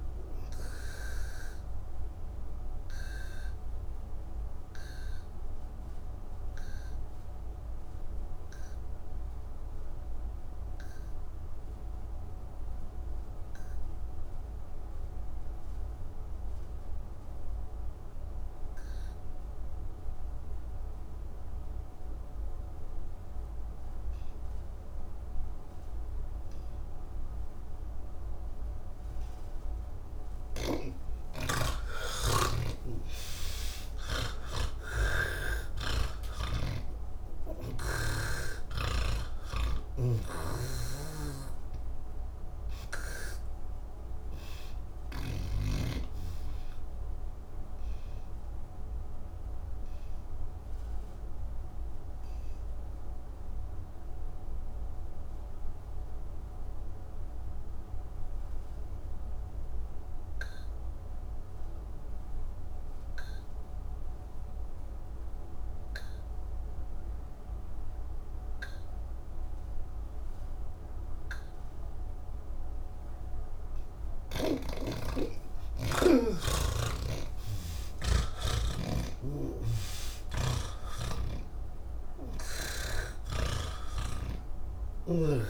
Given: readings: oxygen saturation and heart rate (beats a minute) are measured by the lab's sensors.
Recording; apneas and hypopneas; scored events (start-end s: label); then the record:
breathing in sleep by a room microphone; 2
0.00-12.00 s: oxygen desaturation (device-marked, oxygen 84% lowest, heart rate 136 extreme)
2.50-30.50 s: obstructive apnea (oxygen 98% before, 82% lowest, heart rate 166 before, 149 extreme, up 49 after)
26.00-37.00 s: oxygen desaturation (device-marked, oxygen 98% before, 90% lowest, heart rate 183 before, 156 extreme)
33.00-38.00 s: snoring (device-marked)
40.00-45.50 s: snoring (device-marked)
43.00-58.00 s: oxygen desaturation (device-marked, oxygen 99% before, 82% lowest, heart rate 170 before, 169 extreme)
45.50-74.00 s: obstructive apnea (oxygen 99% before, 80% lowest, heart rate 171 before, 130 extreme, up 59 after)
68.00-85.50 s: oxygen desaturation (device-marked, oxygen 98% before, 80% lowest, heart rate 184 before, 130 extreme)
79.00-83.00 s: snoring (device-marked)
From the record:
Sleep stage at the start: N1 (lightest sleep); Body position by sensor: on the back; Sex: male